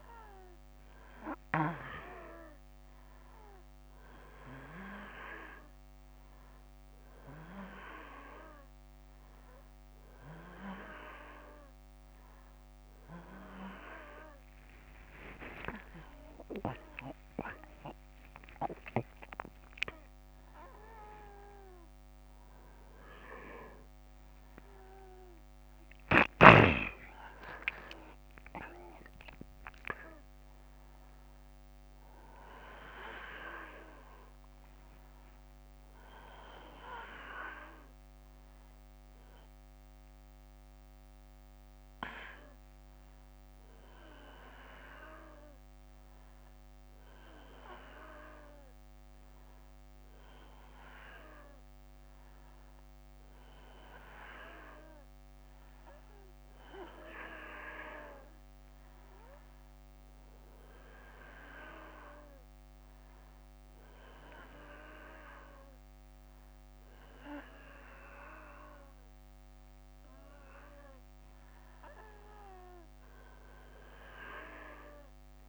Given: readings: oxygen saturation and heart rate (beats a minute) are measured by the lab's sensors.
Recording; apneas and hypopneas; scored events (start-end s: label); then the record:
a person partly awake in a sleep study, by a microphone on the trachea; none
14.00-18.50 s: arousal
36.00-75.49 s: new sleep stage, N1 (lightest sleep)
71.50-74.50 s: arousal
From the record:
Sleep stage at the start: awake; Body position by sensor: on the back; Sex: male